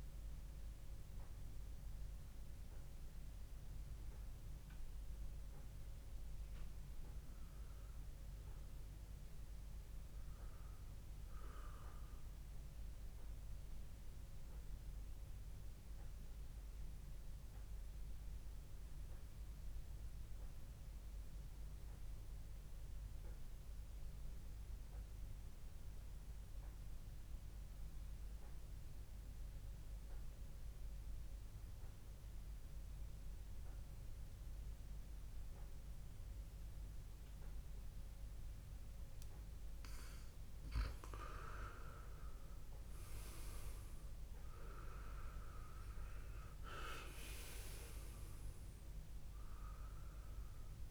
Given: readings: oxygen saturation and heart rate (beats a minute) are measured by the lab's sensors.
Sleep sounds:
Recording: breathing in sleep by a room microphone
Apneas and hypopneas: 1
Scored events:
5.00-8.50 s: arousal
12.00-38.50 s: mixed apnea (oxygen 100% before, 93% lowest, heart rate 64 before, 59 extreme, up 1 after)
32.00-50.91 s: oxygen desaturation (device-marked, oxygen 99% before, 94% lowest, heart rate 67 before, 59 extreme)
42.00-46.00 s: arousal
44.00-50.91 s: new sleep stage, N1 (lightest sleep)
From the record:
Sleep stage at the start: N2 (light sleep)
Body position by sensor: on the back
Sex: male

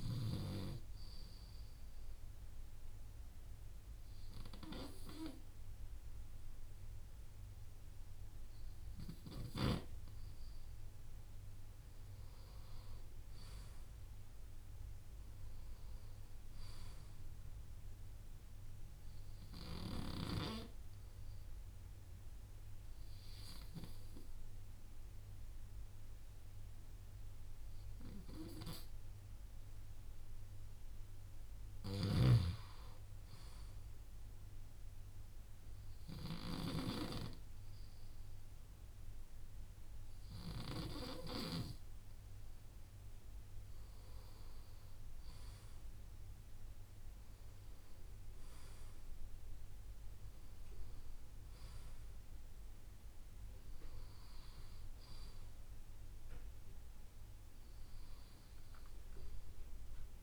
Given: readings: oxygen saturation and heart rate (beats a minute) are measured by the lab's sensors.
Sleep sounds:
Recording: breathing in sleep by a room microphone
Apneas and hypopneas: 2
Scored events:
0.50-11.00 s: obstructive apnea (oxygen 96% before, 93% lowest, heart rate 56 before, 38 extreme, up 31 after)
19.50-31.50 s: obstructive apnea (oxygen 95% before, 93% lowest, heart rate 55 before, 40 extreme, up 38 after)
33.00-36.50 s: arousal
From the record:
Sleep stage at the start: N2 (light sleep)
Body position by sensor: on the left side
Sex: male

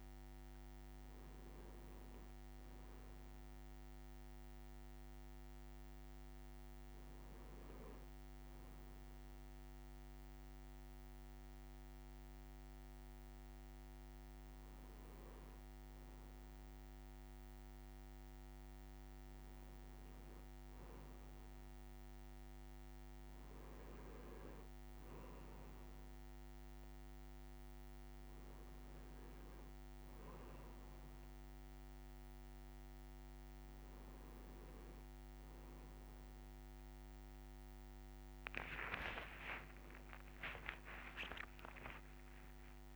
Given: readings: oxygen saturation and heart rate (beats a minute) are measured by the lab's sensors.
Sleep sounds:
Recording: a person awake in a sleep study, by a microphone on the trachea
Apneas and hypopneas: none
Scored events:
none scored
From the record:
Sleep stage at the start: awake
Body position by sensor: on the right side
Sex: male

